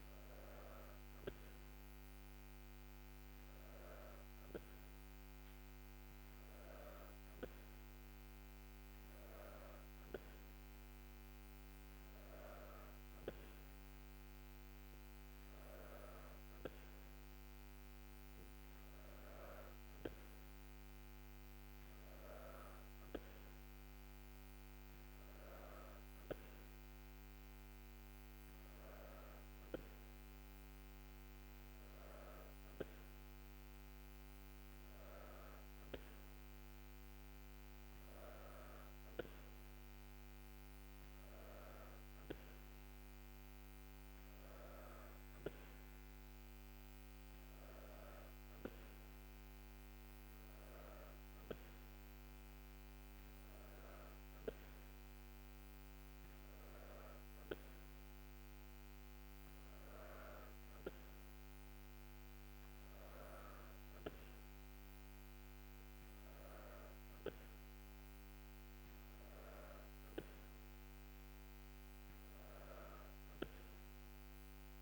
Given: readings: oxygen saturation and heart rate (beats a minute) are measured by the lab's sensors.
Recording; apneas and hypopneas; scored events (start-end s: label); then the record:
breathing in sleep by a microphone on the trachea; none
none scored
From the record:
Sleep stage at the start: N2 (light sleep); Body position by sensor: on the back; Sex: female